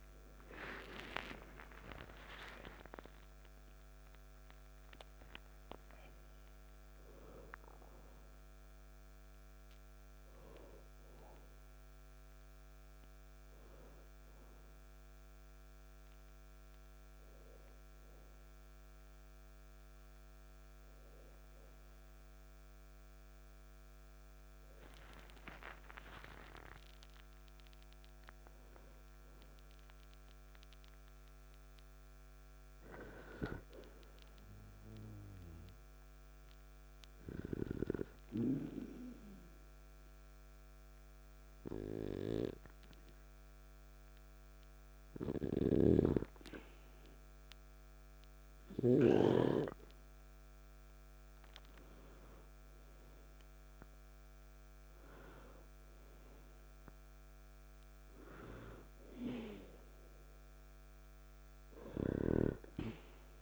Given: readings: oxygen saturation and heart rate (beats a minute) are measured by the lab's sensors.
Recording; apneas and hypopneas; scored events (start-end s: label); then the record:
a person awake in a sleep study, by a microphone on the trachea; 1
0.00-1.50 s: oxygen desaturation (device-marked, oxygen 89% lowest, heart rate 60 extreme)
0.00-2.00 s: long interval between heartbeats (device-marked, heart rate 81 before, 79 extreme)
19.50-30.50 s: oxygen desaturation (device-marked, oxygen 94% before, 89% lowest, heart rate 71 before, 52 extreme)
34.50-63.42 s: new sleep stage, N1 (lightest sleep)
38.00-51.00 s: hypopnea (oxygen 99% before, 92% lowest, heart rate 60 before, 52 extreme, up 2 after)
53.00-56.50 s: arousal
57.50-63.42 s: oxygen desaturation (device-marked, oxygen 97% before, 92% lowest, heart rate 54 before, 52 extreme)
62.00-63.42 s: snoring (device-marked)
From the record:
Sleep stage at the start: awake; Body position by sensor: on the back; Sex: male